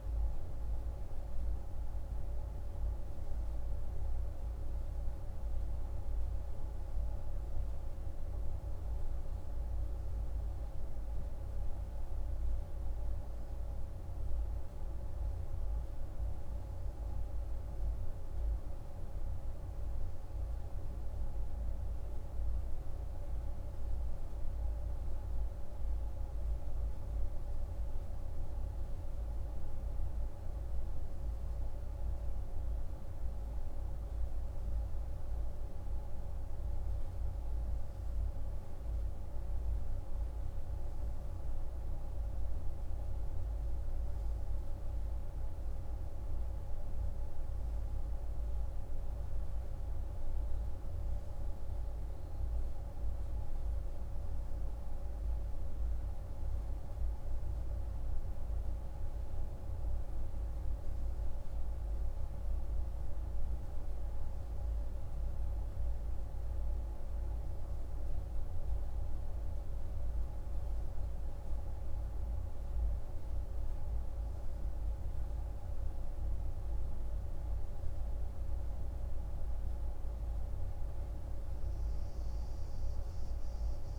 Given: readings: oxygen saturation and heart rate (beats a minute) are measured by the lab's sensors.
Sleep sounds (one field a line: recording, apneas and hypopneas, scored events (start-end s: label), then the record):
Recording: breathing in sleep, hard to hear, by a room microphone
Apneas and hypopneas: none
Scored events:
none scored
From the record:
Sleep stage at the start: N2 (light sleep)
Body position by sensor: on the right side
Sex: male